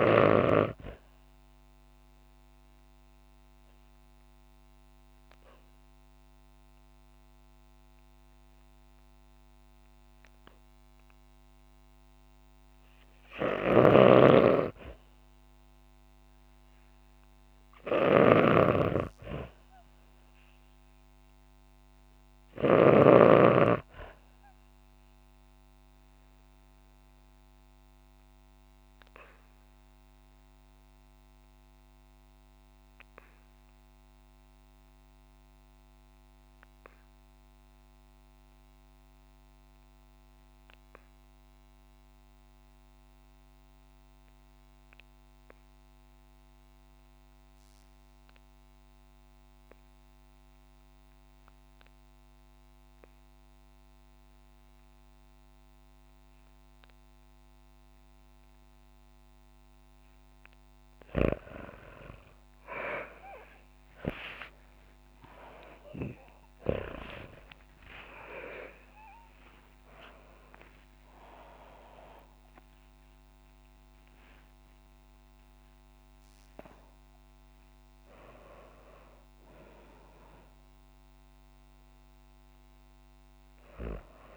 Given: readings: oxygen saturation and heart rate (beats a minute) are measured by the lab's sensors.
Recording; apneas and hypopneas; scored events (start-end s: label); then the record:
breathing in sleep by a microphone on the trachea; 2
0.00-7.00 s: oxygen desaturation (device-marked, oxygen 87% lowest, heart rate 59 extreme)
2.50-14.50 s: obstructive apnea (oxygen 98% before, 79% lowest, heart rate 61 before, 56 extreme, up 4 after)
13.00-22.50 s: snoring (device-marked)
16.50-20.50 s: arousal
22.00-37.00 s: oxygen desaturation (device-marked, oxygen 97% before, 93% lowest, heart rate 62 before, 49 extreme)
26.00-60.00 s: obstructive apnea (oxygen 97% before, 77% lowest, heart rate 63 before, 49 extreme, up 25 after)
45.00-84.37 s: oxygen desaturation (device-marked, oxygen 97% before, 77% lowest, heart rate 58 before, 49 extreme)
65.50-70.00 s: arousal
From the record:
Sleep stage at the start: REM sleep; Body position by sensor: on the back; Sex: female